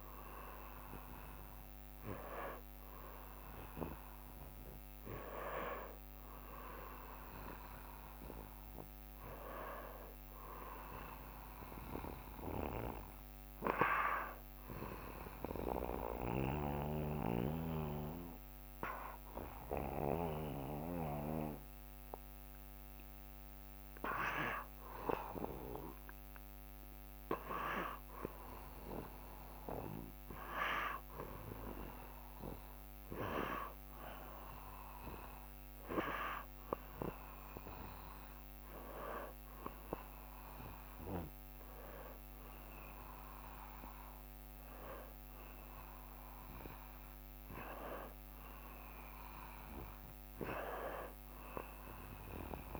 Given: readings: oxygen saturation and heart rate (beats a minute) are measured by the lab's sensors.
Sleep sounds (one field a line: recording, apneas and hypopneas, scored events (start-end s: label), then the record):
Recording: breathing in sleep by a microphone on the trachea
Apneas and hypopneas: 1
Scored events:
14.00-24.50 s: obstructive apnea (oxygen 95% before, 91% lowest, heart rate 68 before, 67 extreme, up 2 after)
27.00-31.50 s: arousal
From the record:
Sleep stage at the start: N2 (light sleep)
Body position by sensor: on the back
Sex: male